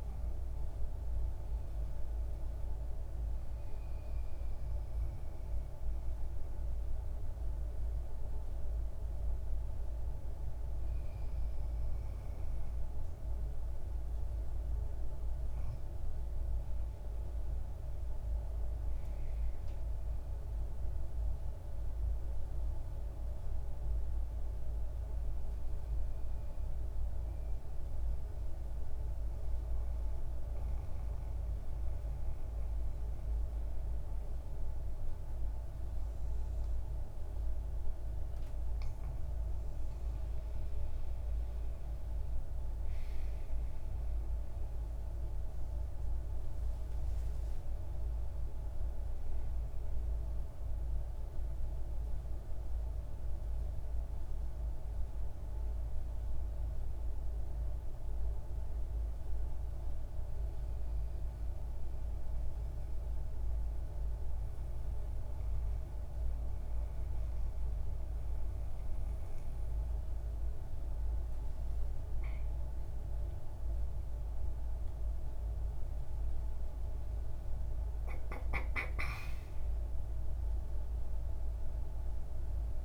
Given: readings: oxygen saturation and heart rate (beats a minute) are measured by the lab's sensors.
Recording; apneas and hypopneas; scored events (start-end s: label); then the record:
breathing in sleep, hard to hear, by a room microphone; 2
24.00-82.85 s: new sleep stage, N2 (light sleep)
27.00-38.50 s: central apnea (oxygen 96% before, 90% lowest, heart rate 68 before, 66 extreme, up 4 after)
40.00-45.00 s: arousal
47.00-64.00 s: oxygen desaturation (device-marked, oxygen 94% before, 90% lowest, heart rate 68 before, 66 extreme)
60.50-70.50 s: central apnea (oxygen 94% before, 90% lowest, heart rate 68 before, 67 extreme, up 7 after)
From the record:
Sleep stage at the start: N1 (lightest sleep); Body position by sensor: on the back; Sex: male